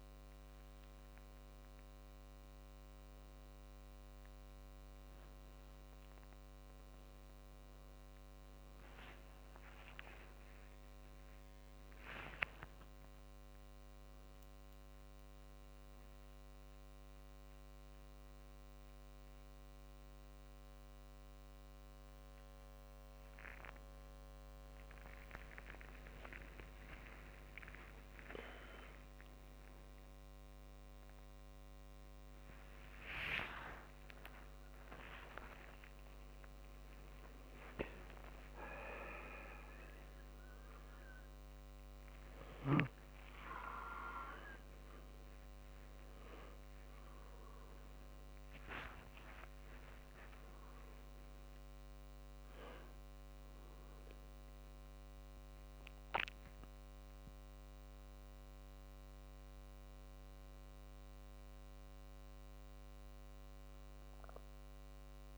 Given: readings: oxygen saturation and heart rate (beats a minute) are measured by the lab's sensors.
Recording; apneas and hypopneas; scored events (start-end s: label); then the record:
a person awake in a sleep study, by a microphone on the trachea; none
34.50-36.50 s: long interval between heartbeats (device-marked, heart rate 56 before, 63 extreme)
37.00-53.00 s: drop in pulse transit time (device-marked, heart rate 58 before, 57 extreme)
55.00-65.38 s: new sleep stage, N1 (lightest sleep)
From the record:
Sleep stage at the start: awake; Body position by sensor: on the right side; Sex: male